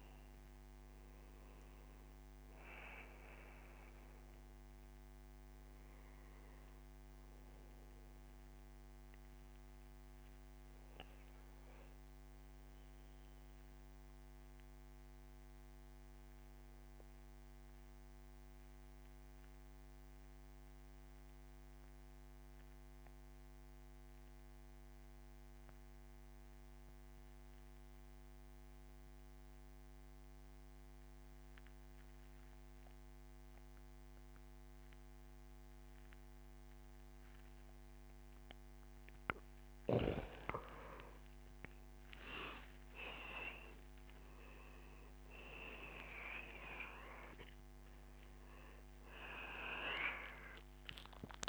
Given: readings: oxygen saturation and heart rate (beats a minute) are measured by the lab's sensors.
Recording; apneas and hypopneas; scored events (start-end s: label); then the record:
breathing in sleep by a microphone on the trachea; 1
0.00-16.00 s: oxygen desaturation (device-marked, oxygen 93% lowest, heart rate 67 extreme)
14.00-38.50 s: mixed apnea (oxygen 97% before, 88% lowest, heart rate 73 before, 66 extreme, up 15 after)
30.00-51.49 s: oxygen desaturation (device-marked, oxygen 99% before, 88% lowest, heart rate 73 before, 66 extreme)
41.00-45.00 s: arousal
From the record:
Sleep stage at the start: N2 (light sleep); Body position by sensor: on the back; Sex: male